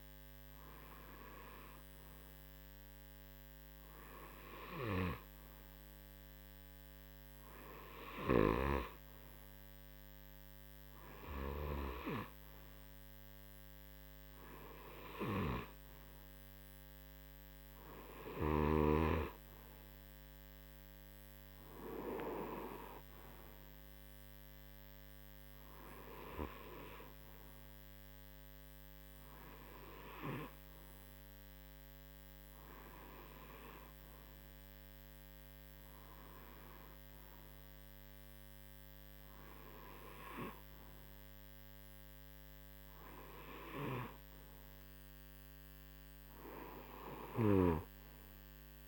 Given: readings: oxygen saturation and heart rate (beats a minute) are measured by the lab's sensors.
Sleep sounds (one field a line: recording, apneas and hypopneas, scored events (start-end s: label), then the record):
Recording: breathing in sleep by a microphone on the trachea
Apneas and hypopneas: none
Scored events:
8.00-11.50 s: snoring (device-marked)
47.00-48.88 s: snoring (device-marked)
From the record:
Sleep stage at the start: N2 (light sleep)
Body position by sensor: on the right side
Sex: male